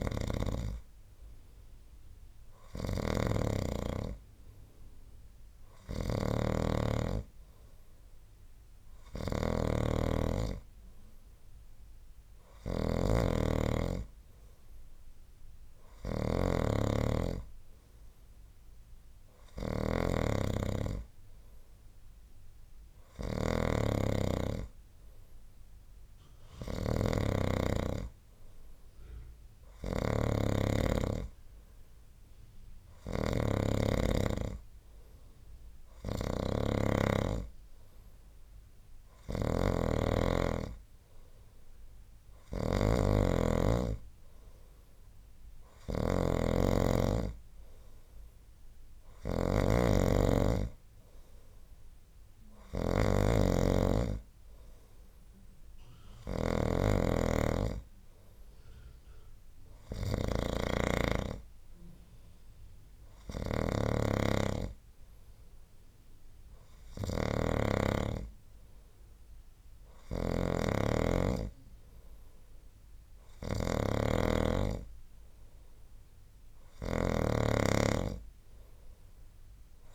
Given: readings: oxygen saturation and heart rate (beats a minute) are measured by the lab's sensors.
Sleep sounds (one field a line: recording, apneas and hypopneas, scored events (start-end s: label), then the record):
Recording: breathing in sleep by a room microphone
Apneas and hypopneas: none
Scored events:
0.00-79.95 s: snoring (device-marked)
51.00-79.95 s: new sleep stage, N3 (deep sleep)
From the record:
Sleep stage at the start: N2 (light sleep)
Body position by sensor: on the right side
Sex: male